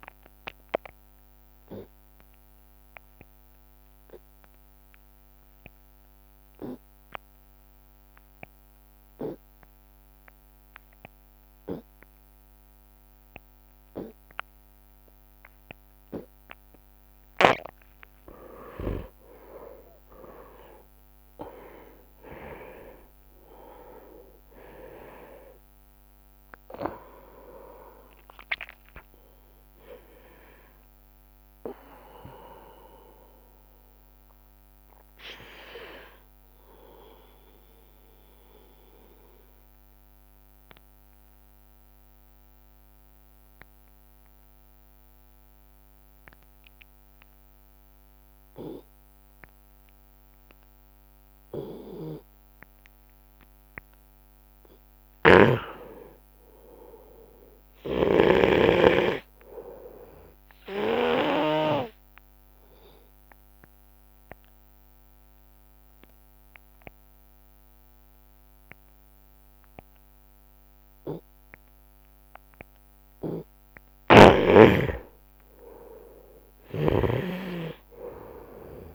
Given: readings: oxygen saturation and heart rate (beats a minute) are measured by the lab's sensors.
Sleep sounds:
breathing in sleep by a microphone on the trachea; 3
4.50-17.00 s: obstructive apnea (oxygen 100% before, 86% lowest)
18.50-23.50 s: arousal
19.50-55.50 s: oxygen desaturation (device-marked, oxygen 97% before, 86% lowest)
39.00-54.00 s: obstructive apnea (oxygen 97% before, 86% lowest)
52.00-56.00 s: snoring (device-marked)
56.00-59.00 s: arousal
58.00-61.50 s: snoring (device-marked)
63.00-73.50 s: obstructive apnea (oxygen 99% before, 87% lowest)
73.50-78.95 s: oxygen desaturation (device-marked, oxygen 97% before, 92% lowest)
74.00-77.50 s: snoring (device-marked)
75.50-78.95 s: arousal
From the record:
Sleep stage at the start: N2 (light sleep); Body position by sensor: on the right side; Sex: male

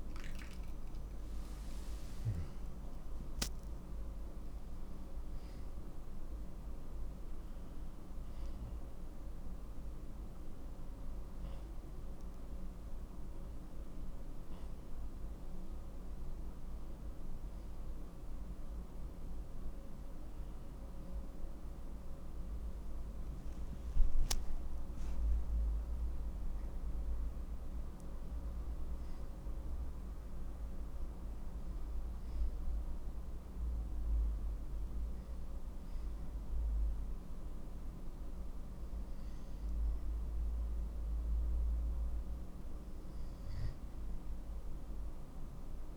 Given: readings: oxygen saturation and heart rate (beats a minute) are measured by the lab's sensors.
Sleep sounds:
breathing in sleep, hard to hear, by a room microphone; none
23.50-28.00 s: arousal
29.00-34.00 s: oxygen desaturation (device-marked, oxygen 97% before, 90% lowest, heart rate 64 before, 60 extreme)
From the record:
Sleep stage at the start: N1 (lightest sleep); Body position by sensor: on the back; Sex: male

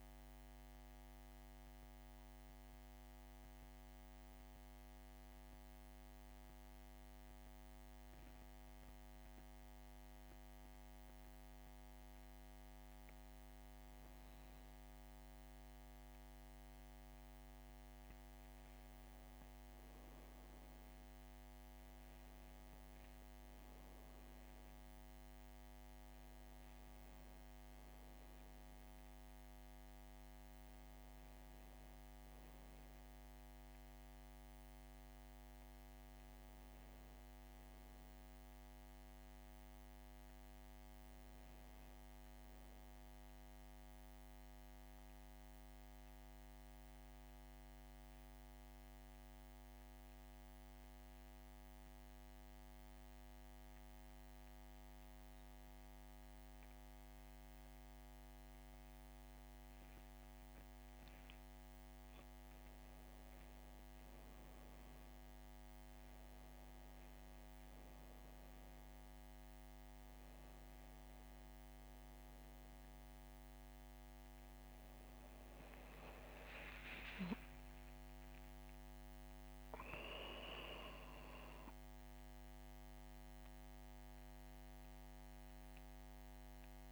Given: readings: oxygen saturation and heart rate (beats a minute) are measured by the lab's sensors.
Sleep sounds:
breathing in sleep, hard to hear, by a microphone on the trachea; 2
0.00-7.50 s: oxygen desaturation (device-marked, oxygen 95% lowest, heart rate 63 extreme)
1.00-14.00 s: central apnea (oxygen 98% before, 95% lowest, heart rate 69 before, 63 extreme, up 6 after)
18.50-23.00 s: arousal
37.50-41.00 s: arousal
45.00-62.50 s: hypopnea (oxygen 99% before, 94% lowest, heart rate 65 before, 61 extreme, up 5 after)
83.50-86.92 s: new sleep stage, awake
From the record:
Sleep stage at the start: N2 (light sleep); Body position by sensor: on the back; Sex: female

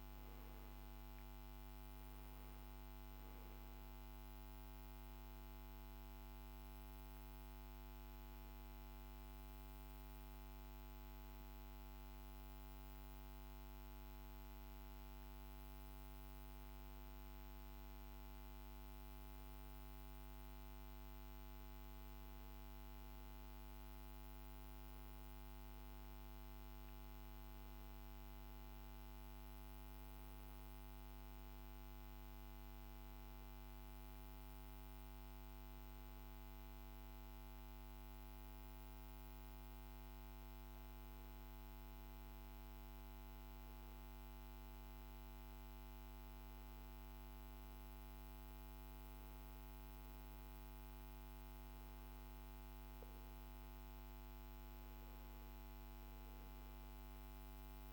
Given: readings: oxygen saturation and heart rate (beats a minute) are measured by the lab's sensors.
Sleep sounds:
breathing in sleep, hard to hear, by a microphone on the trachea; 1
0.00-1.00 s: arousal
6.00-16.50 s: hypopnea (oxygen 95% before, 92% lowest, heart rate 70 before, 58 extreme, up 7 after)
19.00-22.50 s: arousal
From the record:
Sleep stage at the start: N2 (light sleep); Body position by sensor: on the back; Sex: male

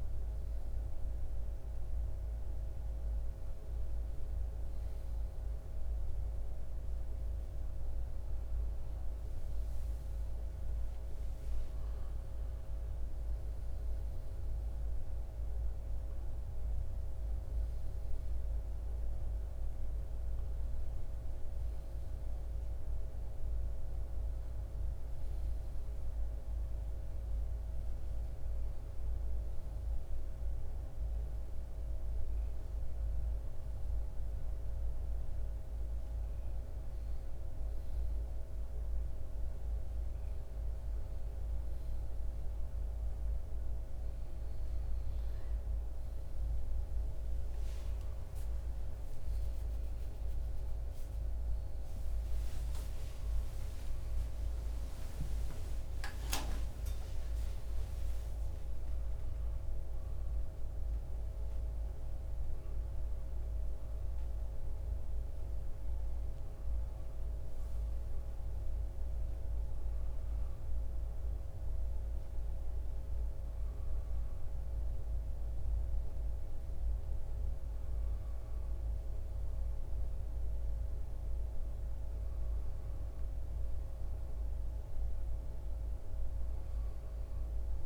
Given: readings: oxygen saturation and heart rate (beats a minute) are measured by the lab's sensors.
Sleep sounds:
breathing in sleep, hard to hear, by a room microphone; none
34.50-87.86 s: new sleep stage, N1 (lightest sleep)
48.50-55.00 s: arousal
From the record:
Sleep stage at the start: N2 (light sleep); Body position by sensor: on the left side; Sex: male

